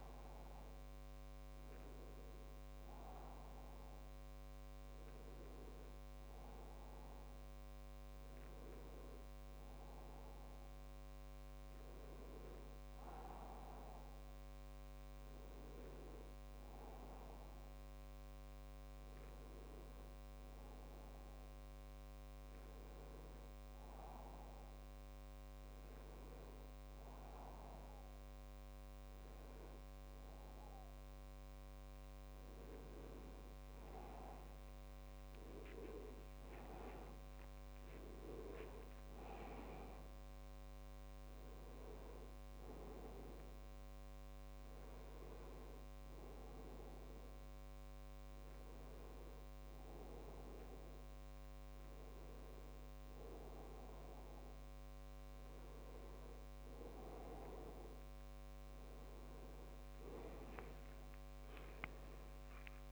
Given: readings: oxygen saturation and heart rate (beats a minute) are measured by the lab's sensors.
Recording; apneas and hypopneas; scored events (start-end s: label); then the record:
a person awake in a sleep study, by a microphone on the trachea; none
none scored
From the record:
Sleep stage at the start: awake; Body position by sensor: on the back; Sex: male